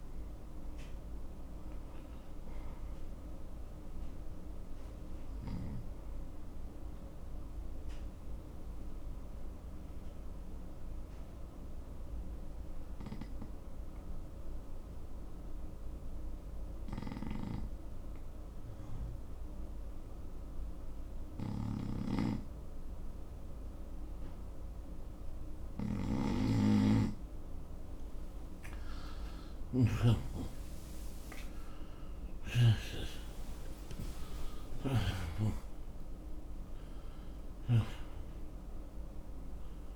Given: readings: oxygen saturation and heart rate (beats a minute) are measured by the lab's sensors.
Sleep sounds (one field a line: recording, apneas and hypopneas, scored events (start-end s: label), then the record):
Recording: breathing in sleep by a room microphone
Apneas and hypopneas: none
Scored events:
29.00-35.00 s: arousal
From the record:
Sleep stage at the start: N2 (light sleep)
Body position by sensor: on the right side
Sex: male